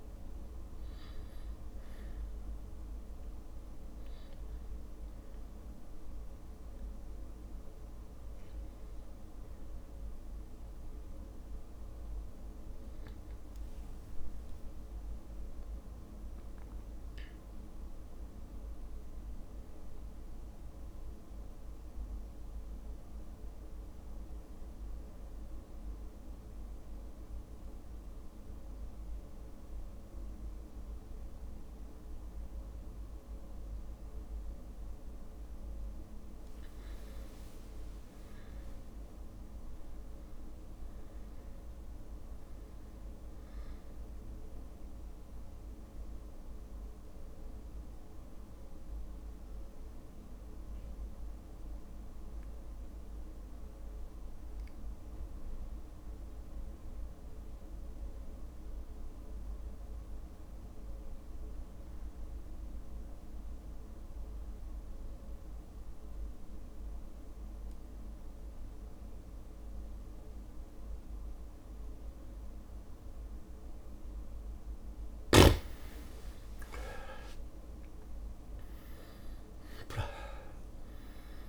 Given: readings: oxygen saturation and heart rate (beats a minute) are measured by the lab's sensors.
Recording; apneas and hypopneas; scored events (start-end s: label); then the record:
breathing in sleep, hard to hear, by a room microphone; 2
0.00-22.50 s: oxygen desaturation (device-marked, oxygen 85% lowest)
18.00-21.00 s: arousal
23.50-35.00 s: central apnea (oxygen 99% before, 91% lowest)
37.00-41.00 s: arousal
47.00-75.00 s: mixed apnea (oxygen 100% before, 89% lowest)
75.50-79.50 s: arousal
77.50-81.49 s: oxygen desaturation (device-marked, oxygen 99% before, 89% lowest)
From the record:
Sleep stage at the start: N2 (light sleep); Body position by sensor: on the back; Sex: male